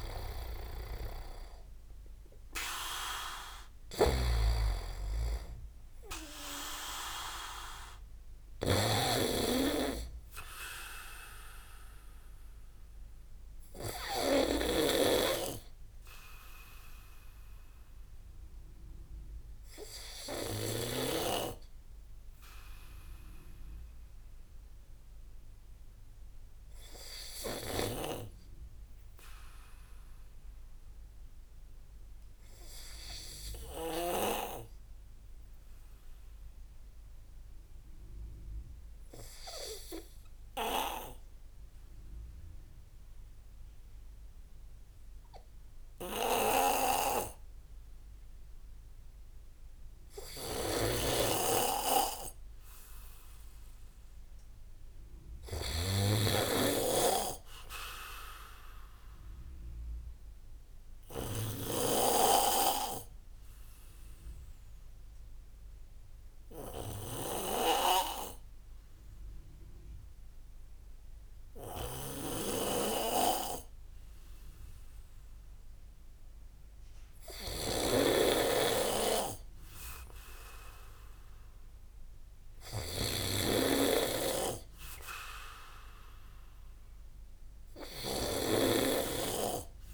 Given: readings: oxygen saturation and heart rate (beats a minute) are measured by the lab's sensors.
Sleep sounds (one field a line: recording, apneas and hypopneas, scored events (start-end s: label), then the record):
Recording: breathing in sleep by a room microphone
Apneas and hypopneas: 2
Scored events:
0.00-21.00 s: snoring (device-marked)
24.50-31.50 s: oxygen desaturation (device-marked, oxygen 96% before, 92% lowest)
38.50-51.00 s: obstructive apnea (oxygen 99% before, 94% lowest)
46.00-89.94 s: snoring (device-marked)
53.00-57.00 s: arousal
63.00-77.50 s: hypopnea (oxygen 99% before, 94% lowest)
72.50-85.50 s: oxygen desaturation (device-marked, oxygen 97% before, 94% lowest)
80.00-82.50 s: arousal
From the record:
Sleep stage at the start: N2 (light sleep)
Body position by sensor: on the back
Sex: male